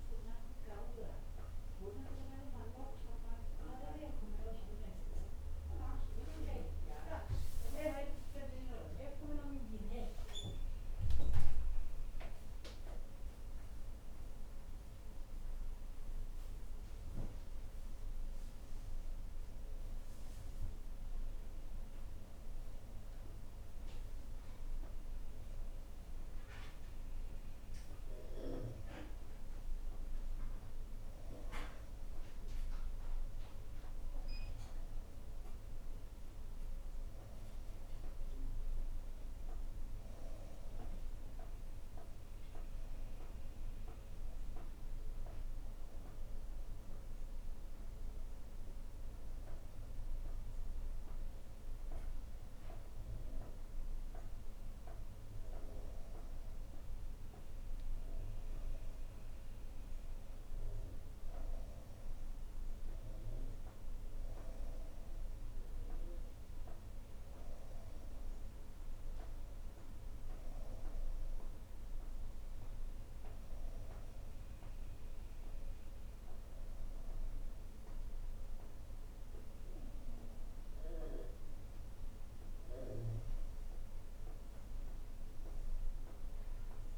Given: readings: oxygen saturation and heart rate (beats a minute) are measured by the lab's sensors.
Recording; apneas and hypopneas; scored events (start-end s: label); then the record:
a person awake in a sleep study, by a room microphone; none
58.50-86.98 s: new sleep stage, N1 (lightest sleep)
From the record:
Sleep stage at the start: awake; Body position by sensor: on the right side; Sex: female